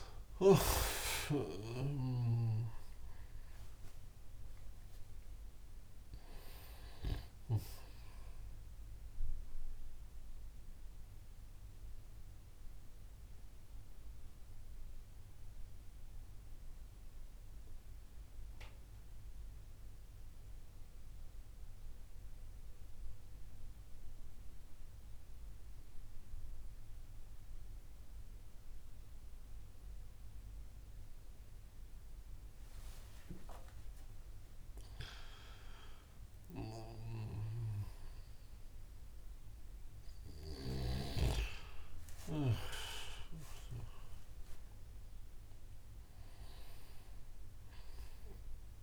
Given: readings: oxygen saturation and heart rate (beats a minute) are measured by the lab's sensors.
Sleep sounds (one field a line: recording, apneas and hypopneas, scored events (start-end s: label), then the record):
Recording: breathing in sleep by a room microphone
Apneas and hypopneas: 1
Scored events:
0.00-11.50 s: oxygen desaturation (device-marked, oxygen 91% lowest)
10.50-34.00 s: mixed apnea (oxygen 97% before, 91% lowest)
37.00-42.50 s: arousal
From the record:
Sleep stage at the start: N2 (light sleep)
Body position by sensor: on the back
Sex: male